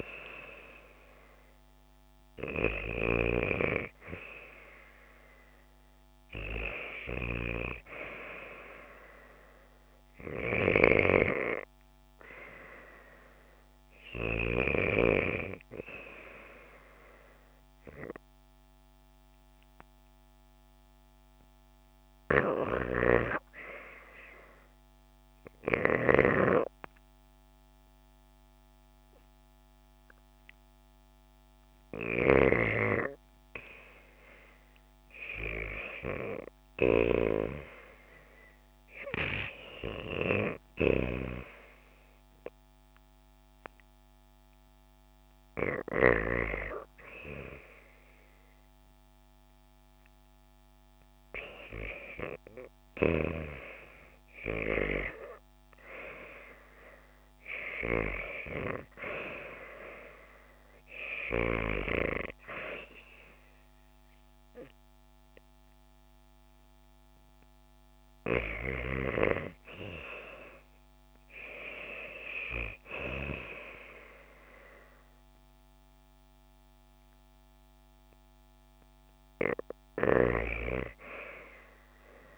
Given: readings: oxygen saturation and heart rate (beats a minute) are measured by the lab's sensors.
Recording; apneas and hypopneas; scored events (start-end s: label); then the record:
breathing in sleep by a microphone on the trachea; 1
0.00-14.00 s: snoring (device-marked)
16.50-30.00 s: hypopnea (oxygen 95% before, 93% lowest, heart rate 75 before, 72 extreme, up 1 after)
22.50-46.00 s: snoring (device-marked)
30.50-33.50 s: arousal
From the record:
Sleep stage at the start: REM sleep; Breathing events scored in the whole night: 198 in 7.2 hours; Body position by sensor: on the back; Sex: female